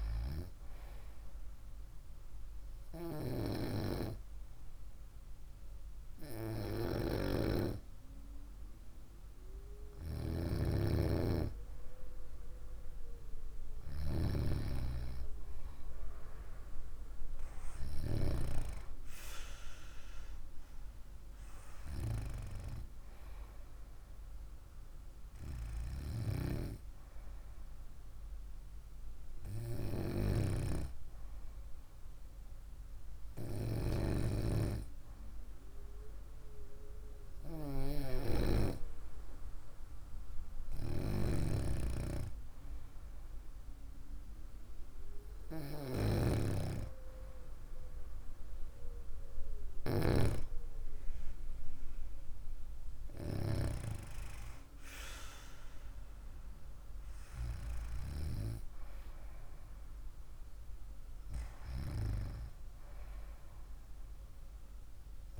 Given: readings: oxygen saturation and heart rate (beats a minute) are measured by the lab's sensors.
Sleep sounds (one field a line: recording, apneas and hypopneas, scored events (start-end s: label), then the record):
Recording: breathing in sleep by a room microphone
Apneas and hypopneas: none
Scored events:
none scored
From the record:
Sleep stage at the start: N2 (light sleep)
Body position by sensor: on the right side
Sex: female